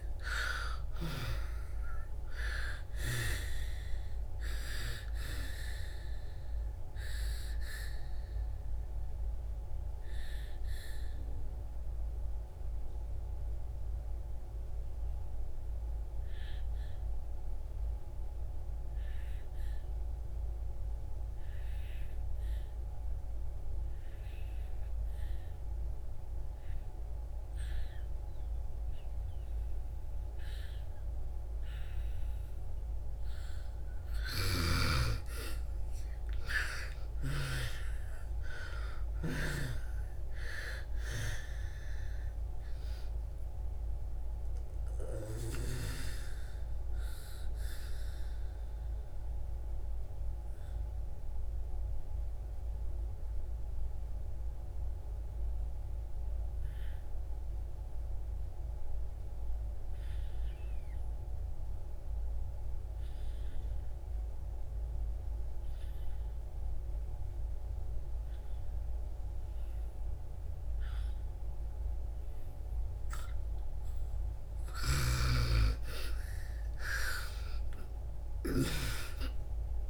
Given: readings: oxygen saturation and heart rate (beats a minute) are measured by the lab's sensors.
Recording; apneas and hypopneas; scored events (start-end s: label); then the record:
breathing in sleep by a room microphone; 2
0.00-1.50 s: arousal
0.00-20.50 s: oxygen desaturation (device-marked, oxygen 84% lowest)
6.50-33.50 s: obstructive apnea (oxygen 98% before, 81% lowest)
33.50-37.00 s: snoring (device-marked)
33.50-63.50 s: oxygen desaturation (device-marked, oxygen 98% before, 82% lowest)
36.00-40.50 s: arousal
46.00-74.00 s: mixed apnea (oxygen 99% before, 81% lowest)
72.50-79.90 s: oxygen desaturation (device-marked, oxygen 99% before, 81% lowest)
74.00-78.00 s: snoring (device-marked)
76.50-79.90 s: arousal
From the record:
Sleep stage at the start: N2 (light sleep); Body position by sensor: on the back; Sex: female